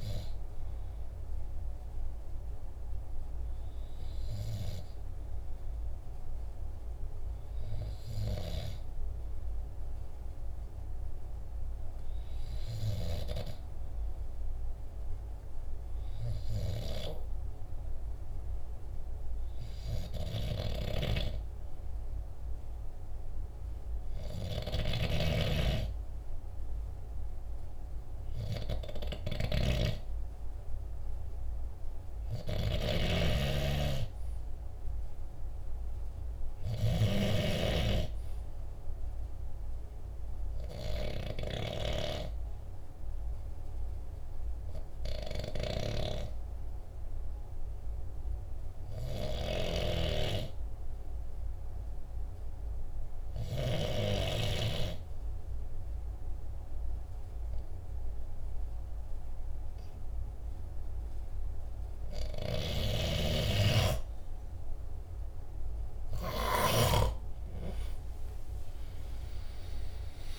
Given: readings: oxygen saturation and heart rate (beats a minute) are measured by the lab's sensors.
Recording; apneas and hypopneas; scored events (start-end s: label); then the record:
breathing in sleep by a room microphone; 2
1.00-18.50 s: hypopnea (oxygen 96% before, 93% lowest, heart rate 49 before, 48 extreme, up 1 after)
21.00-24.50 s: arousal
32.00-36.50 s: snoring (device-marked)
52.00-63.50 s: obstructive apnea (oxygen 96% before, 93% lowest, heart rate 49 before, 45 extreme, up 14 after)
68.50-70.39 s: arousal
From the record:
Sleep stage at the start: N2 (light sleep); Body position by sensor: on the back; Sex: male